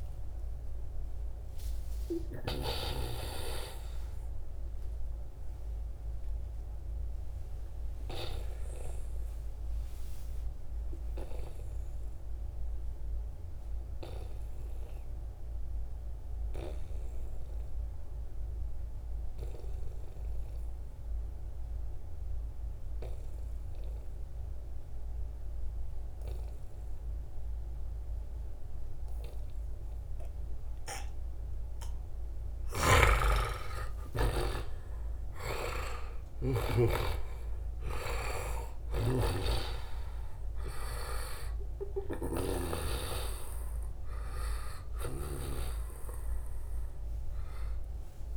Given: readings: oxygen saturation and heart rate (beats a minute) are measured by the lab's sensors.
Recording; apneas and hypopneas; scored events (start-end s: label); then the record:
breathing in sleep by a room microphone; 1
4.00-31.00 s: obstructive apnea (oxygen 96% before, 88% lowest, heart rate 80 before, 68 extreme, up 4 after)
21.50-48.37 s: oxygen desaturation (device-marked, oxygen 95% before, 88% lowest, heart rate 80 before, 68 extreme)
32.00-36.50 s: snoring (device-marked)
32.50-37.00 s: arousal
38.50-45.00 s: snoring (device-marked)
From the record:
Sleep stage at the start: N2 (light sleep); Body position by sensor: on the right side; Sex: male